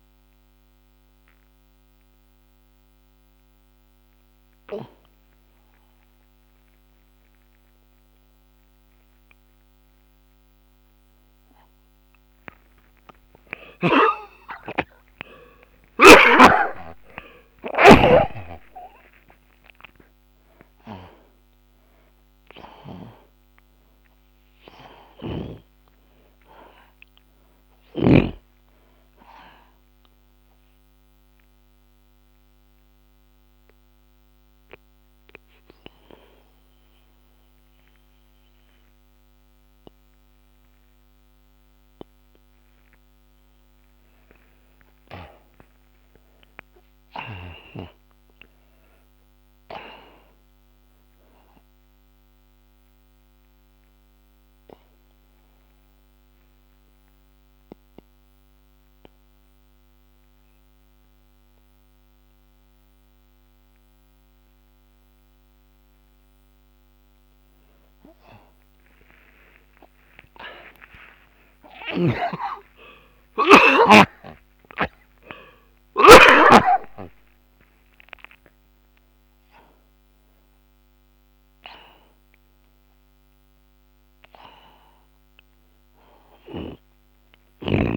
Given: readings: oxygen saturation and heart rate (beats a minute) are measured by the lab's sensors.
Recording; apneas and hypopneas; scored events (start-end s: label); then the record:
breathing in sleep by a microphone on the trachea; 3
0.00-16.50 s: oxygen desaturation (device-marked, oxygen 76% lowest)
1.00-13.50 s: obstructive apnea (oxygen 96% before, 76% lowest)
15.50-20.50 s: arousal
27.50-39.50 s: oxygen desaturation (device-marked, oxygen 94% before, 81% lowest)
31.00-44.00 s: mixed apnea (oxygen 94% before, 75% lowest)
45.50-49.00 s: arousal
53.00-66.50 s: obstructive apnea (oxygen 98% before, 75% lowest)
56.50-67.50 s: oxygen desaturation (device-marked, oxygen 97% before, 83% lowest)
70.50-76.50 s: arousal
72.00-76.50 s: snoring (device-marked)
85.50-87.97 s: oxygen desaturation (device-marked, oxygen 92% before, 75% lowest)
From the record:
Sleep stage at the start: N2 (light sleep); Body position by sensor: on the back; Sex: male